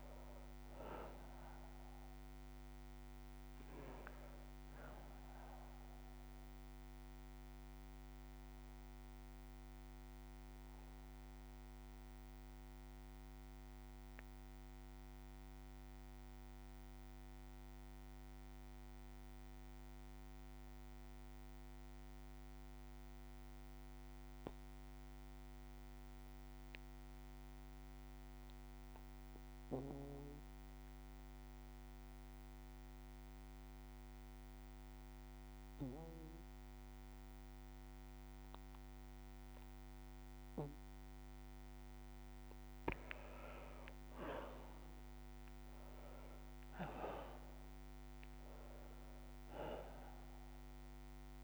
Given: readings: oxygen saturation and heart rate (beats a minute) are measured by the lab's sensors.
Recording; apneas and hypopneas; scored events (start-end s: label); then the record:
breathing in sleep by a microphone on the trachea; 1
0.00-24.00 s: oxygen desaturation (device-marked, oxygen 92% lowest, heart rate 53 extreme)
4.00-28.00 s: bradycardia (device-marked, heart rate 59 before, 53 extreme)
7.50-41.50 s: obstructive apnea (oxygen 99% before, 91% lowest, heart rate 61 before, 53 extreme, up 4 after)
32.00-40.00 s: bradycardia (device-marked, heart rate 59 before, 59 extreme)
37.00-51.44 s: oxygen desaturation (device-marked, oxygen 99% before, 91% lowest, heart rate 57 before, 54 extreme)
43.50-47.00 s: arousal
From the record:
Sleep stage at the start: N2 (light sleep); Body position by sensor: on the back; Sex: male